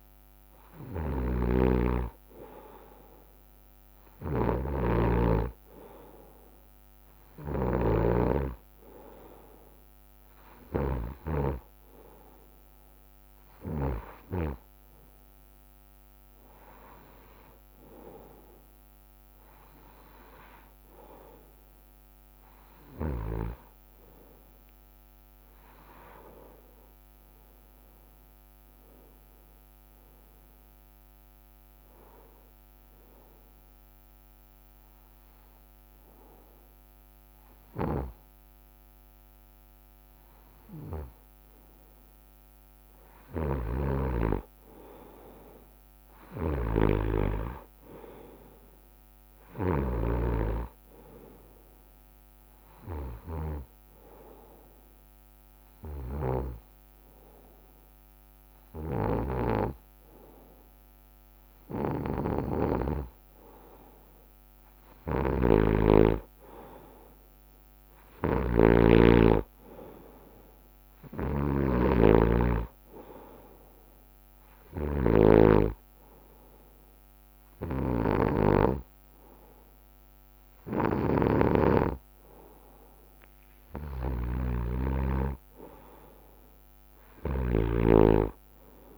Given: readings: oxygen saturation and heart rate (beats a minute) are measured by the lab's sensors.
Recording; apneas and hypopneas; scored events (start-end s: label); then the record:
breathing in sleep by a microphone on the trachea; 3
0.00-7.50 s: snoring (device-marked)
21.50-26.00 s: arousal
32.00-42.00 s: obstructive apnea (oxygen 93% before, 90% lowest, heart rate 68 before, 59 extreme, up 0 after)
42.00-44.00 s: bradycardia (device-marked, heart rate 65 before, 60 extreme)
44.50-48.50 s: arousal
52.00-63.00 s: oxygen desaturation (device-marked, oxygen 94% before, 90% lowest, heart rate 62 before, 64 extreme)
52.50-63.50 s: hypopnea (oxygen 94% before, 90% lowest, heart rate 62 before, 64 extreme, up 2 after)
65.00-81.00 s: snoring (device-marked)
65.50-68.50 s: arousal
69.00-81.00 s: oxygen desaturation (device-marked, oxygen 95% before, 91% lowest, heart rate 64 before, 62 extreme)
73.50-83.50 s: hypopnea (oxygen 95% before, 90% lowest, heart rate 65 before, 62 extreme, up 0 after)
85.50-88.98 s: arousal
From the record:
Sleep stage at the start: N2 (light sleep); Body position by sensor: on the right side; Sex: male